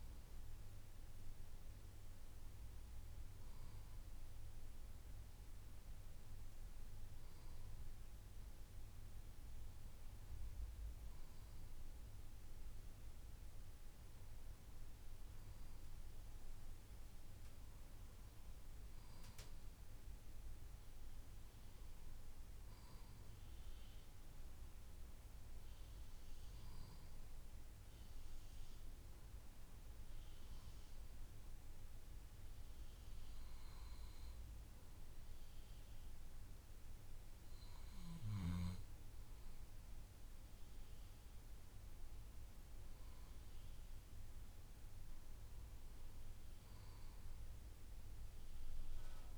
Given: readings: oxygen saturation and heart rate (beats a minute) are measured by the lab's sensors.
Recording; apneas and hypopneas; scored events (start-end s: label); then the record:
breathing in sleep, hard to hear, by a room microphone; none
none scored
From the record:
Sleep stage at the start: N1 (lightest sleep); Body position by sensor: on the left side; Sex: male